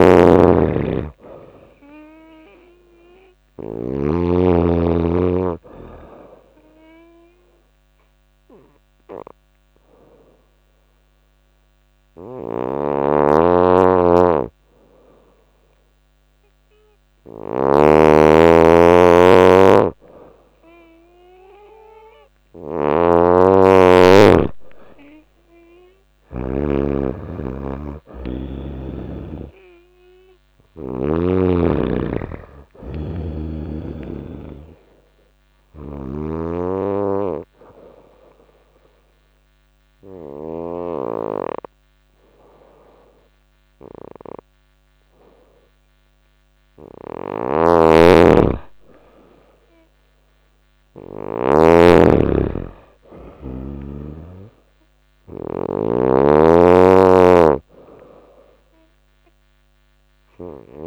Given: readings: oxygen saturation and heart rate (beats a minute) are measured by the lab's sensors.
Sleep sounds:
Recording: breathing in sleep by a microphone on the trachea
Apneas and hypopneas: 2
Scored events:
0.00-1.50 s: arousal
0.00-3.50 s: snoring (device-marked)
5.50-19.50 s: obstructive apnea (oxygen 97% before, 91% lowest, heart rate 94 before, 86 extreme, up 1 after)
11.50-17.00 s: snoring (device-marked)
19.00-26.00 s: snoring (device-marked)
21.50-25.00 s: arousal
28.50-49.50 s: oxygen desaturation (device-marked, oxygen 96% before, 91% lowest, heart rate 88 before, 85 extreme)
35.50-40.00 s: snoring (device-marked)
36.00-47.00 s: obstructive apnea (oxygen 96% before, 91% lowest, heart rate 88 before, 85 extreme, up 3 after)
46.50-51.00 s: snoring (device-marked)
49.00-52.50 s: arousal
55.50-60.87 s: snoring (device-marked)
From the record:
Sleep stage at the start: N2 (light sleep)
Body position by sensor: on the back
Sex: female

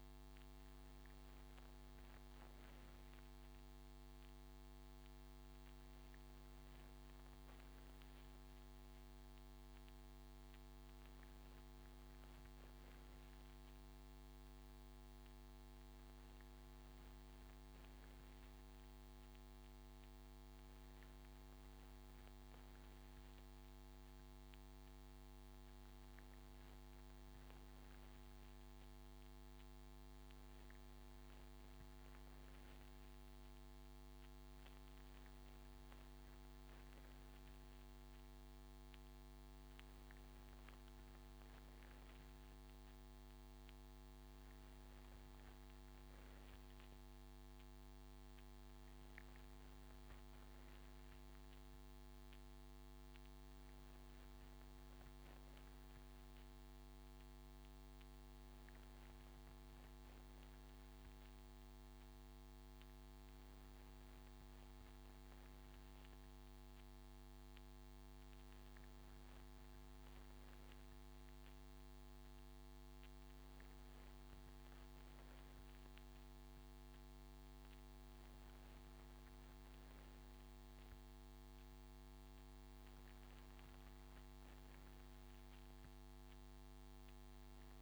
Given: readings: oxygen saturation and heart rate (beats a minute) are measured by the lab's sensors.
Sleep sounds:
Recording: breathing in sleep, hard to hear, by a microphone on the trachea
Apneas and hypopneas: none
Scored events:
none scored
From the record:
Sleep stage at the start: N2 (light sleep)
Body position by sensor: on the right side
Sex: male

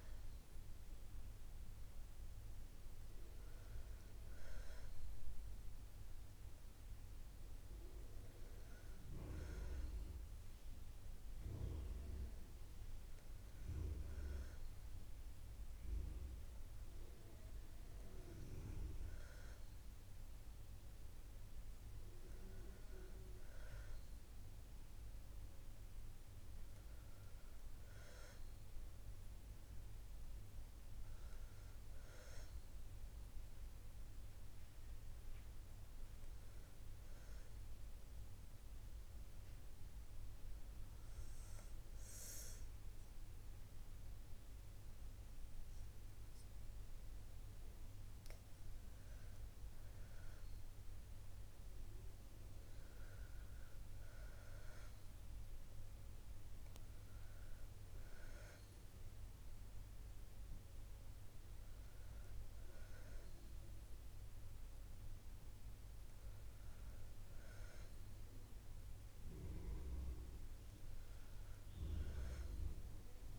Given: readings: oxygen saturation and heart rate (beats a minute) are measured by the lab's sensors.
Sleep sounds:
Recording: breathing in sleep by a room microphone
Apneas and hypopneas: 1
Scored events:
33.00-47.50 s: hypopnea (oxygen 95% before, 89% lowest, heart rate 60 before, 59 extreme, up 4 after)
49.00-53.00 s: arousal
50.00-73.39 s: new sleep stage, N1 (lightest sleep)
51.00-73.00 s: oxygen desaturation (device-marked, oxygen 94% before, 89% lowest, heart rate 60 before, 60 extreme)
From the record:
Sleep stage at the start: N2 (light sleep)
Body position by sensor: on the back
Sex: female

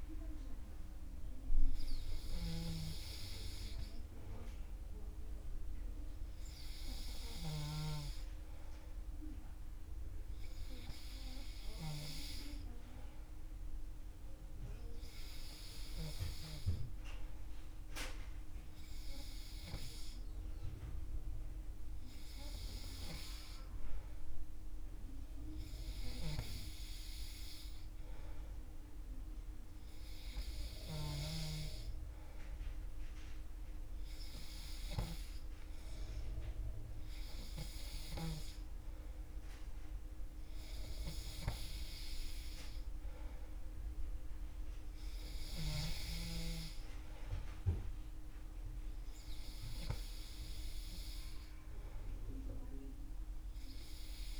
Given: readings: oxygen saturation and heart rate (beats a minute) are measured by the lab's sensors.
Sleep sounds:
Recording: breathing in sleep by a room microphone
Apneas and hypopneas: none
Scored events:
none scored
From the record:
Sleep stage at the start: N3 (deep sleep)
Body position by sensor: on the back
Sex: male

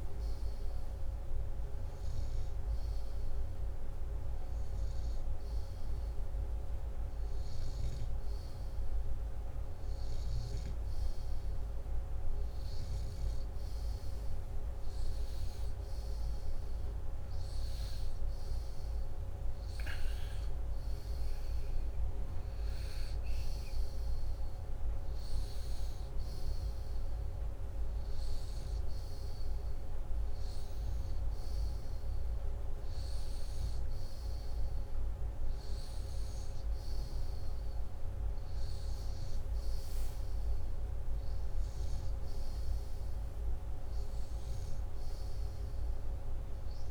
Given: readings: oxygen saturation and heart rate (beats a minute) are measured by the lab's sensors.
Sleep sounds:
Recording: breathing in sleep, hard to hear, by a room microphone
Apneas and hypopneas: none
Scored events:
none scored
From the record:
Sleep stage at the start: N2 (light sleep)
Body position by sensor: upright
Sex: male

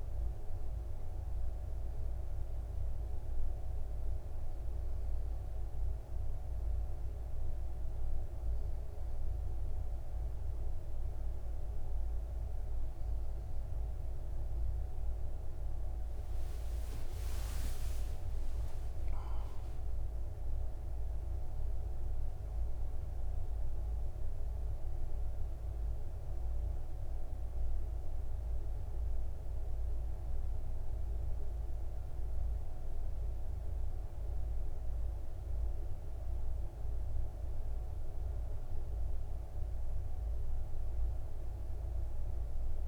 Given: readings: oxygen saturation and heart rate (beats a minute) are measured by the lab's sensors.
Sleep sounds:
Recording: breathing in sleep, hard to hear, by a room microphone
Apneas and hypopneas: none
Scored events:
18.50-20.50 s: long interval between heartbeats (device-marked, heart rate 61 before, 105 extreme)
From the record:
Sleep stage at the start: N2 (light sleep)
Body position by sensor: on the back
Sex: male

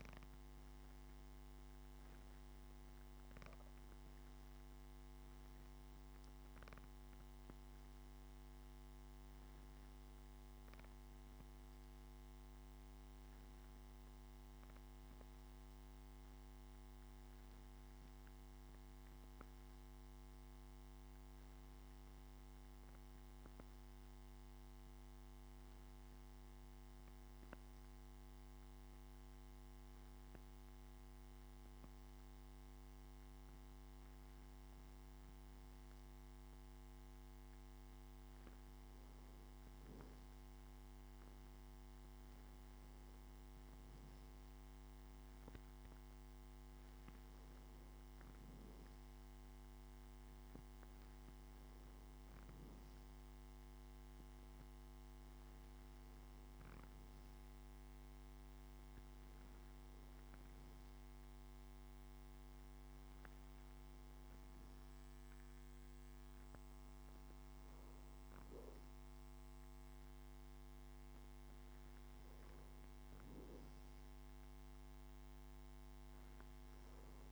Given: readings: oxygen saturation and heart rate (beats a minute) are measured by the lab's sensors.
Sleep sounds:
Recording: breathing in sleep, hard to hear, by a microphone on the trachea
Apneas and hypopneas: none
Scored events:
22.50-77.32 s: new sleep stage, N2 (light sleep)
From the record:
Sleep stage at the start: N1 (lightest sleep)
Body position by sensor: on the back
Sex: male

